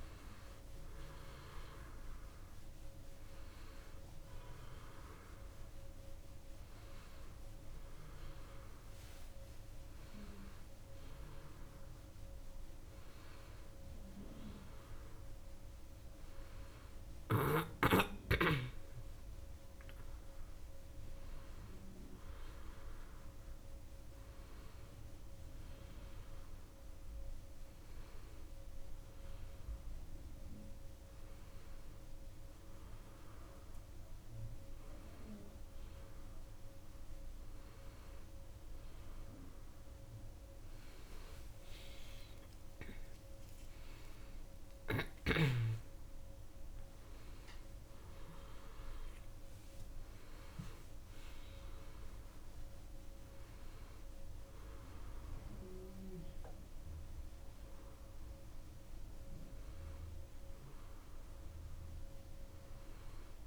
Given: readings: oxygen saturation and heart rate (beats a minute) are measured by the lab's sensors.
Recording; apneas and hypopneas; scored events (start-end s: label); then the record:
a person awake in a sleep study, by a room microphone; none
56.00-63.47 s: new sleep stage, N2 (light sleep)
From the record:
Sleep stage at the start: awake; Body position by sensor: on the back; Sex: female